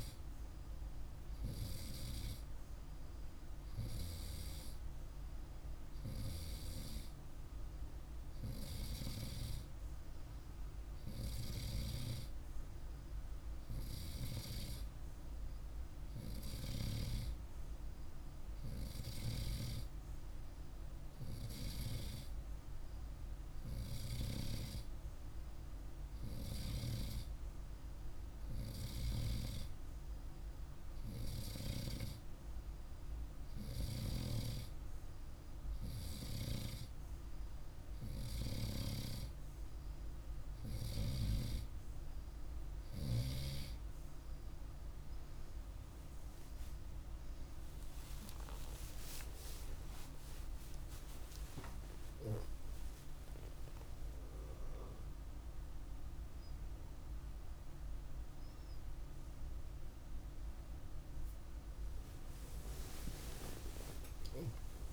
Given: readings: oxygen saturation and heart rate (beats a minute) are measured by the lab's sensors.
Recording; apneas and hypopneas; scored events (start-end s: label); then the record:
a person partly awake in a sleep study, by a room microphone; none
36.00-64.93 s: new sleep stage, awake
From the record:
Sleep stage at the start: N2 (light sleep); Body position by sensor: on the right side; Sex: male